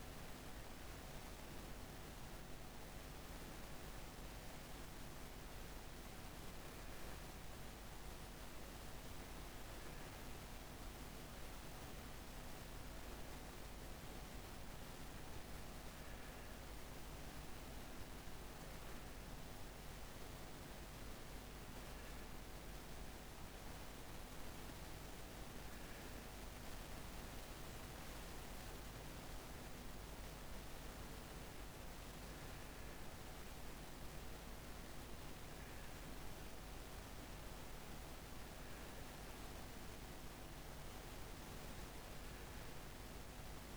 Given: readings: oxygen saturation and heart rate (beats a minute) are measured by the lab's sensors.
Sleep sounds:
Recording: breathing in sleep, hard to hear, by a microphone on the trachea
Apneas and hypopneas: none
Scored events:
none scored
From the record:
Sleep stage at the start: N1 (lightest sleep)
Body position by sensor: on the right side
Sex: female

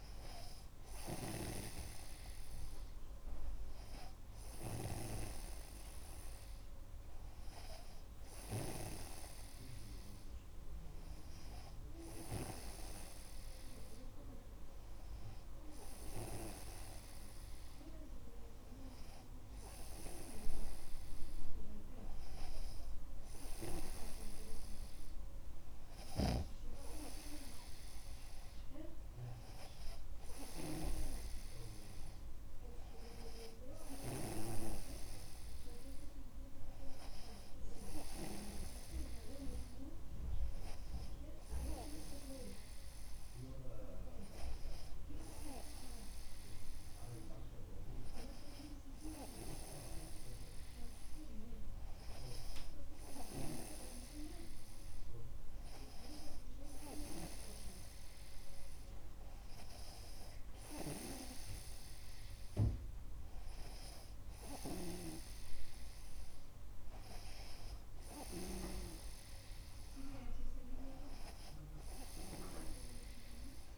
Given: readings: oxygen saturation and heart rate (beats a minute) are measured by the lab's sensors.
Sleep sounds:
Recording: breathing in sleep by a room microphone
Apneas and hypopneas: none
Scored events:
5.00-9.50 s: snoring (device-marked)
From the record:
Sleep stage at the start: N2 (light sleep)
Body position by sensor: on the right side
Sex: male

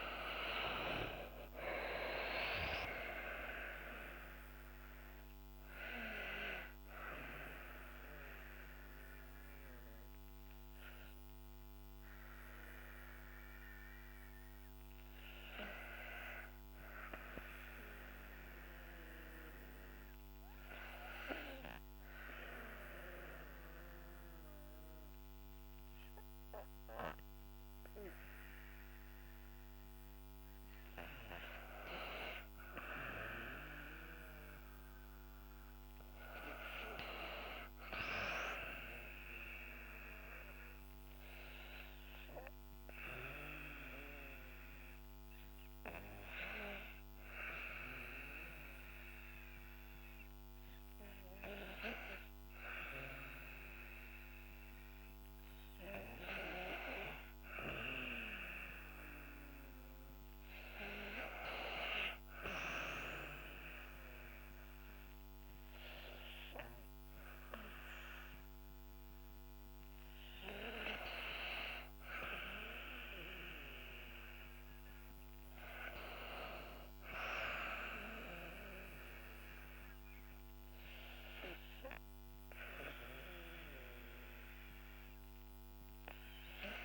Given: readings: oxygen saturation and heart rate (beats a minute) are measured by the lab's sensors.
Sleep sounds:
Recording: breathing in sleep by a microphone on the trachea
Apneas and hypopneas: 2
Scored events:
3.00-23.00 s: oxygen desaturation (device-marked, oxygen 97% before, 93% lowest, heart rate 60 before, 53 extreme)
6.50-28.50 s: obstructive apnea (oxygen 97% before, 91% lowest, heart rate 61 before, 53 extreme, up 1 after)
31.50-35.00 s: arousal
35.00-57.00 s: oxygen desaturation (device-marked, oxygen 98% before, 91% lowest, heart rate 59 before, 57 extreme)
40.50-53.50 s: obstructive apnea (oxygen 98% before, 91% lowest, heart rate 60 before, 57 extreme, up 4 after)
55.50-60.00 s: arousal
59.00-76.00 s: oxygen desaturation (device-marked, oxygen 97% before, 92% lowest, heart rate 60 before, 58 extreme)
From the record:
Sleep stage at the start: N2 (light sleep)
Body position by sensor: on the back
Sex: female

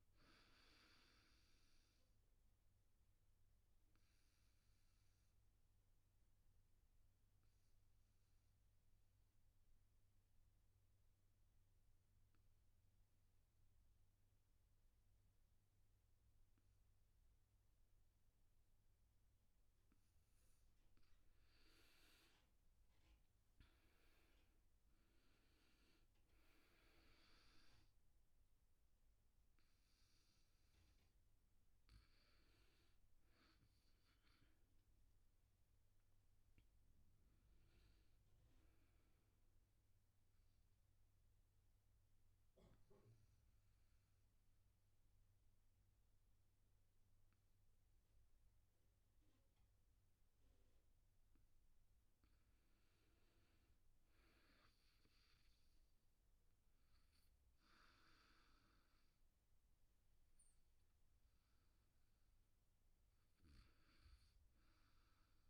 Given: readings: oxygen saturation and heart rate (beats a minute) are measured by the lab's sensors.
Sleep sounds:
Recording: breathing in sleep, hard to hear, by a room microphone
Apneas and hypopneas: 2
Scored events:
0.00-14.00 s: oxygen desaturation (device-marked, oxygen 91% lowest, heart rate 72 extreme)
2.50-19.50 s: obstructive apnea (oxygen 100% before, 86% lowest, heart rate 77 before, 72 extreme, up 13 after)
21.00-40.00 s: oxygen desaturation (device-marked, oxygen 98% before, 86% lowest, heart rate 75 before, 73 extreme)
22.00-25.50 s: arousal
40.00-51.00 s: obstructive apnea (oxygen 98% before, 86% lowest, heart rate 81 before, 73 extreme, up 5 after)
53.00-55.50 s: arousal
57.00-65.49 s: oxygen desaturation (device-marked, oxygen 98% before, 92% lowest, heart rate 79 before, 76 extreme)
From the record:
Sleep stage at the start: N2 (light sleep)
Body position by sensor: on the back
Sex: male

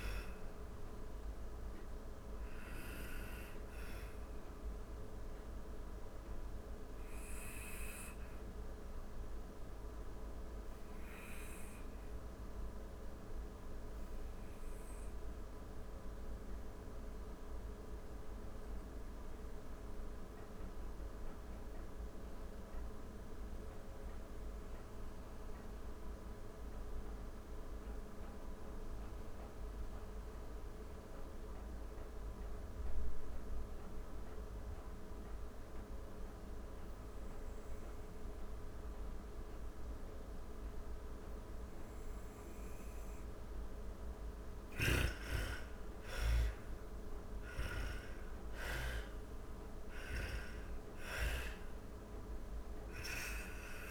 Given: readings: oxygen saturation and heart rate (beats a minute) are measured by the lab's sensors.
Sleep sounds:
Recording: breathing in sleep by a room microphone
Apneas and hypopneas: 1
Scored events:
0.00-20.00 s: oxygen desaturation (device-marked, oxygen 83% lowest)
5.50-41.50 s: obstructive apnea (oxygen 98% before, 81% lowest)
36.00-53.91 s: oxygen desaturation (device-marked, oxygen 98% before, 81% lowest)
43.50-49.00 s: arousal
From the record:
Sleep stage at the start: N2 (light sleep)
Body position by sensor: on the back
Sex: female

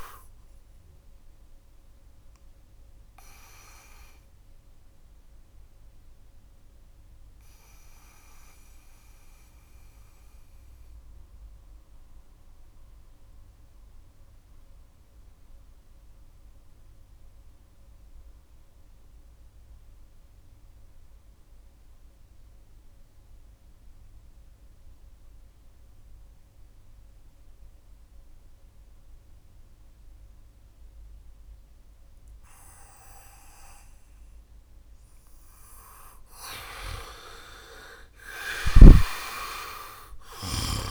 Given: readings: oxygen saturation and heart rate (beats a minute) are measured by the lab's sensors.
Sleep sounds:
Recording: breathing in sleep by a room microphone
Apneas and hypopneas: 1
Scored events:
0.00-21.00 s: oxygen desaturation (device-marked, oxygen 80% lowest, heart rate 56 extreme)
3.50-34.50 s: mixed apnea (oxygen 97% before, 80% lowest, heart rate 66 before, 56 extreme, up 17 after)
28.00-34.00 s: bradycardia (device-marked, heart rate 70 before, 56 extreme)
36.00-40.50 s: arousal
38.00-40.91 s: oxygen desaturation (device-marked, oxygen 95% before, 84% lowest, heart rate 64 before, 67 extreme)
From the record:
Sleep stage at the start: N2 (light sleep)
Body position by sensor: on the back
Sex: male

